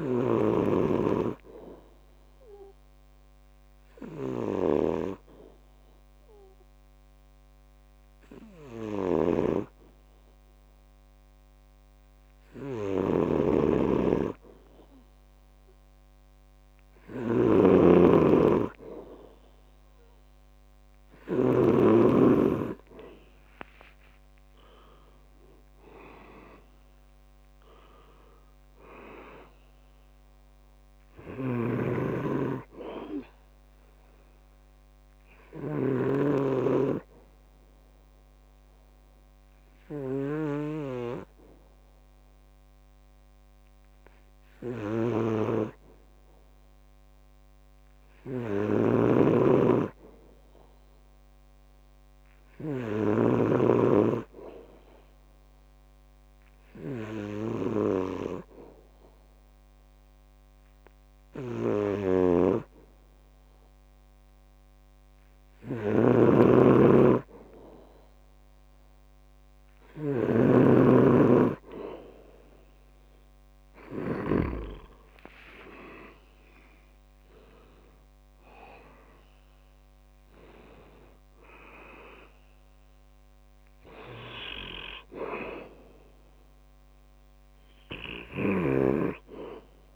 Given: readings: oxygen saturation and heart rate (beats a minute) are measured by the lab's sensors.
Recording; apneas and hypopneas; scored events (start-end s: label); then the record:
breathing in sleep by a microphone on the trachea; 2
2.00-14.00 s: central apnea (oxygen 98% before, 91% lowest, heart rate 69 before, 67 extreme, up 2 after)
6.00-13.00 s: oxygen desaturation (device-marked, oxygen 98% before, 93% lowest, heart rate 70 before, 68 extreme)
9.00-22.00 s: snoring (device-marked)
20.00-49.00 s: oxygen desaturation (device-marked, oxygen 96% before, 91% lowest, heart rate 69 before, 66 extreme)
22.50-27.00 s: arousal
31.50-36.50 s: snoring (device-marked)
38.00-65.50 s: hypopnea (oxygen 96% before, 92% lowest, heart rate 71 before, 66 extreme, up 3 after)
49.00-53.50 s: snoring (device-marked)
66.00-74.50 s: snoring (device-marked)
74.50-80.00 s: arousal
76.00-89.00 s: oxygen desaturation (device-marked, oxygen 95% before, 92% lowest, heart rate 68 before, 63 extreme)
From the record:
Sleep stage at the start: N2 (light sleep); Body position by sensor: on the back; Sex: male